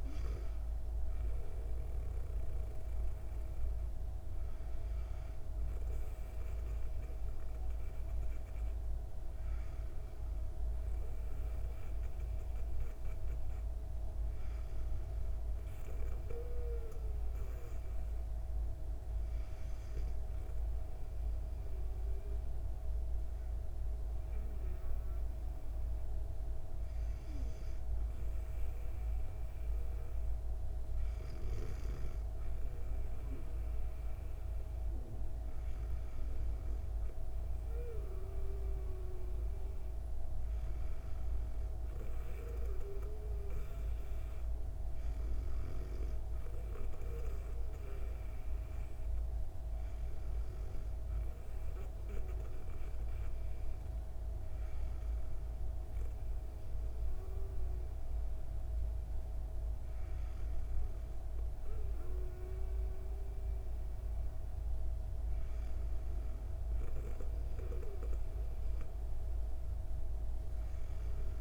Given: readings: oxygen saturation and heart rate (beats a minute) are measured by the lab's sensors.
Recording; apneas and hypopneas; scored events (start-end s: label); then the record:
breathing in sleep by a room microphone; none
none scored
From the record:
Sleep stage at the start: N2 (light sleep); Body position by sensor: on the back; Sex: female